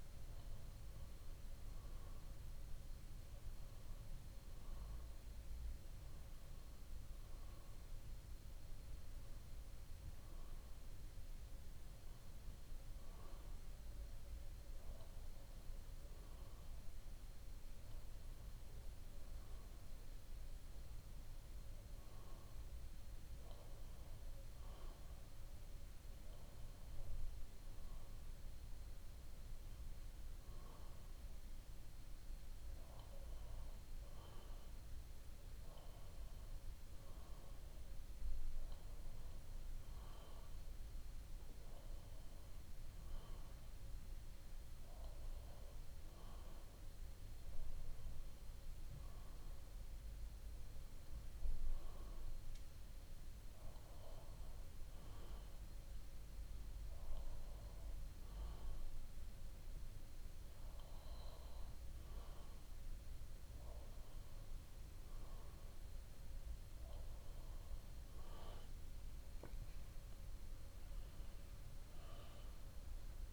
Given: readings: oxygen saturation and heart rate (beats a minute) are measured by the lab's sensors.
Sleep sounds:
breathing in sleep, hard to hear, by a room microphone; none
none scored
From the record:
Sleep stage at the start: N2 (light sleep); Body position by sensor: on the back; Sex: male

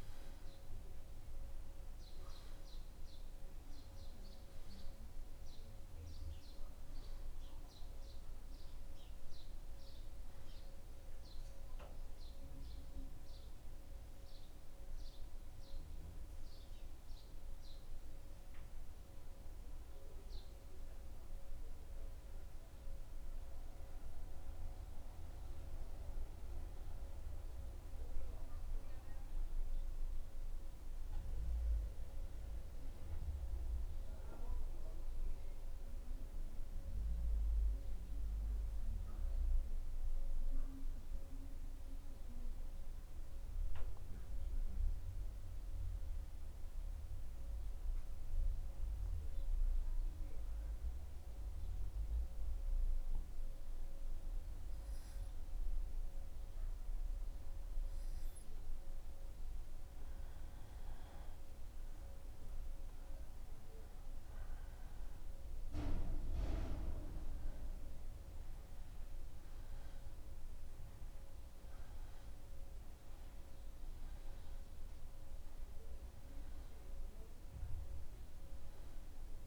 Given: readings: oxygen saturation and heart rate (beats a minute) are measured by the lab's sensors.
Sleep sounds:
breathing in sleep, hard to hear, by a room microphone; 1
1.00-31.00 s: new sleep stage, N1 (lightest sleep)
31.00-59.50 s: obstructive apnea (oxygen 96% before, 87% lowest, heart rate 77 before, 76 extreme, up 1 after)
31.00-79.47 s: new sleep stage, N2 (light sleep)
34.00-47.00 s: oxygen desaturation (device-marked, oxygen 96% before, 87% lowest, heart rate 77 before, 76 extreme)
62.00-66.00 s: arousal
From the record:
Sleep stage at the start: N2 (light sleep); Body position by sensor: on the back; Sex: male

